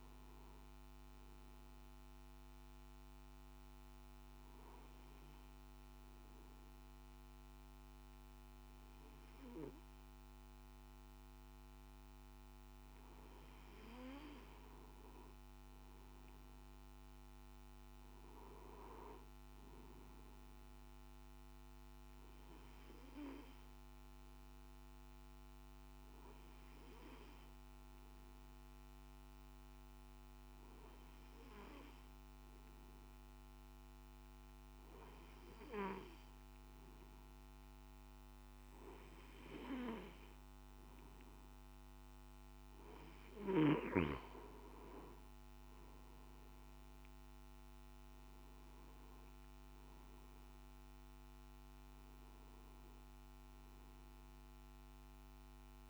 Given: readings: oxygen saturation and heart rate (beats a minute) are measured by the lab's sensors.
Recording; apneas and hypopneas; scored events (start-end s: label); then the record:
breathing in sleep by a microphone on the trachea; 1
4.00-14.00 s: obstructive apnea (oxygen 96% before, 94% lowest, heart rate 55 before, 51 extreme, up 4 after)
From the record:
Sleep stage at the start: N3 (deep sleep); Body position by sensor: on the back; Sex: male